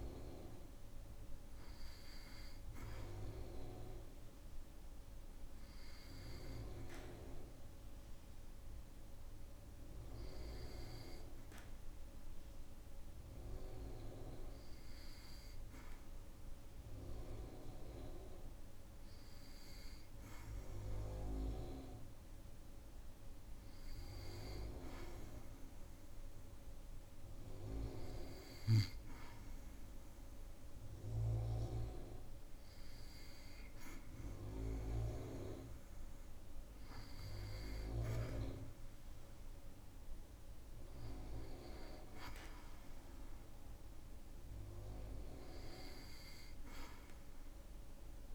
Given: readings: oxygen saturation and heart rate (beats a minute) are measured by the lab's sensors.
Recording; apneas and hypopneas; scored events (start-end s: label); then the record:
breathing in sleep by a room microphone; none
none scored
From the record:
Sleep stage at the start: N2 (light sleep); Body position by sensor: on the back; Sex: male